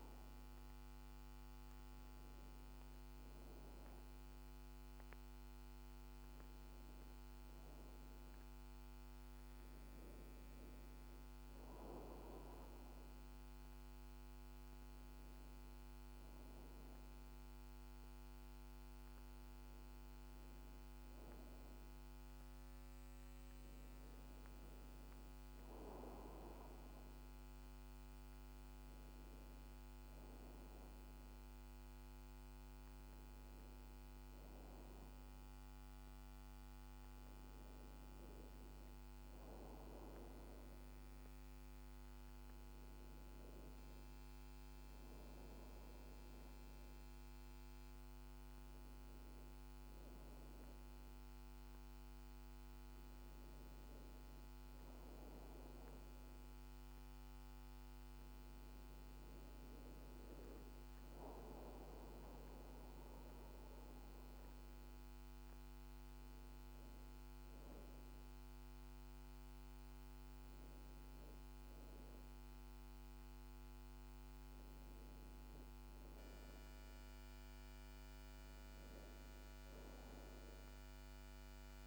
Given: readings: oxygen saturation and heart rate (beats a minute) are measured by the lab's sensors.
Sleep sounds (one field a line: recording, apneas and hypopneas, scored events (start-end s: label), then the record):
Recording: breathing in sleep, hard to hear, by a microphone on the trachea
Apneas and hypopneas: none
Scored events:
none scored
From the record:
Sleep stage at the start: N1 (lightest sleep)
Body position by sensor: on the back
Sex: female